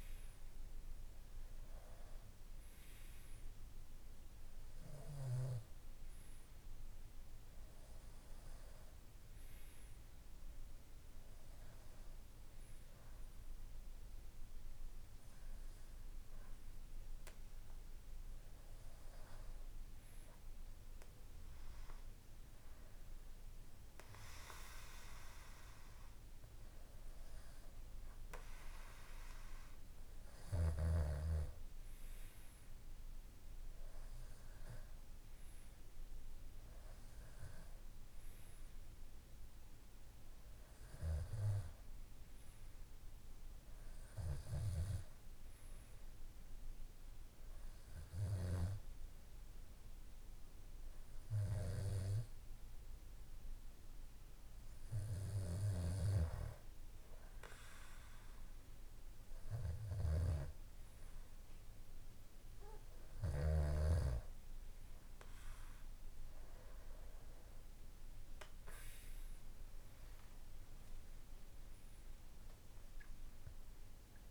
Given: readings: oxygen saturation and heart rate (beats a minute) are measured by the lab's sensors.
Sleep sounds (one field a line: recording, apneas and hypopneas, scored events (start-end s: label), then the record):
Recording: breathing in sleep by a room microphone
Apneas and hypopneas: none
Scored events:
none scored
From the record:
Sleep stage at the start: N2 (light sleep)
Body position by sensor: on the back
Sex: male